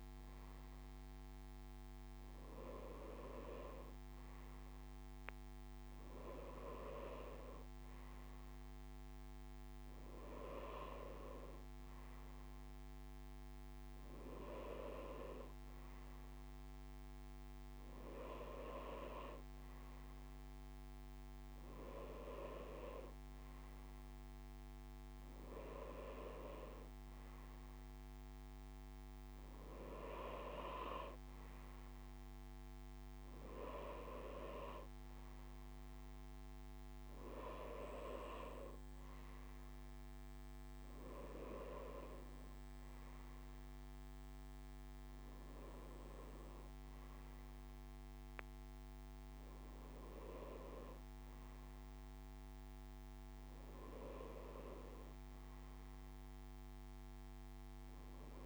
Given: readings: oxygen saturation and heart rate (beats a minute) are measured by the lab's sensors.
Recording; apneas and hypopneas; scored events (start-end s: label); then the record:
breathing in sleep by a microphone on the trachea; none
none scored
From the record:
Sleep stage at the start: N2 (light sleep); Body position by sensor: on the back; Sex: male